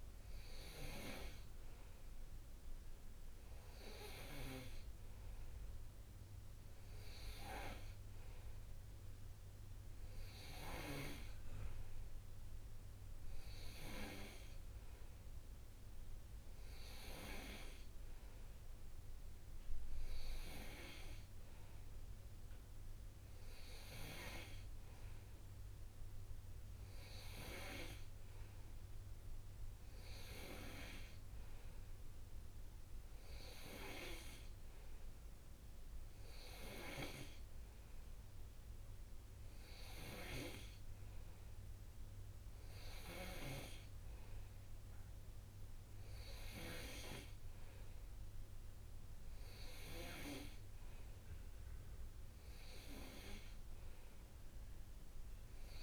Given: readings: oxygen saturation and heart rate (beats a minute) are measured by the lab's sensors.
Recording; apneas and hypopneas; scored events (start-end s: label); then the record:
breathing in sleep by a room microphone; none
none scored
From the record:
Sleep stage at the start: N2 (light sleep); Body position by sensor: on the right side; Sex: male